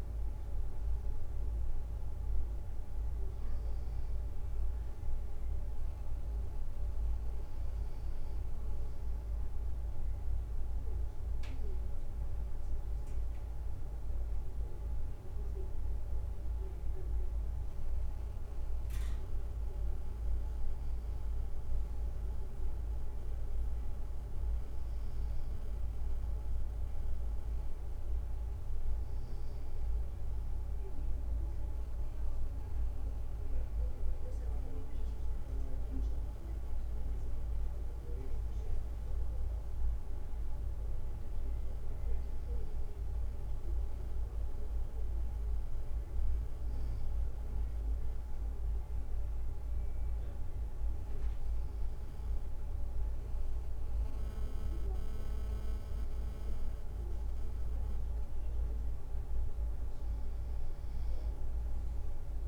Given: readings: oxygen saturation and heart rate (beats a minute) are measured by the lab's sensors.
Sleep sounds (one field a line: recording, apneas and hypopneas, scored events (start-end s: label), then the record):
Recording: breathing in sleep, hard to hear, by a room microphone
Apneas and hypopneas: none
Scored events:
15.50-20.00 s: arousal
From the record:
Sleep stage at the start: N2 (light sleep)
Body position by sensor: on the right side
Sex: male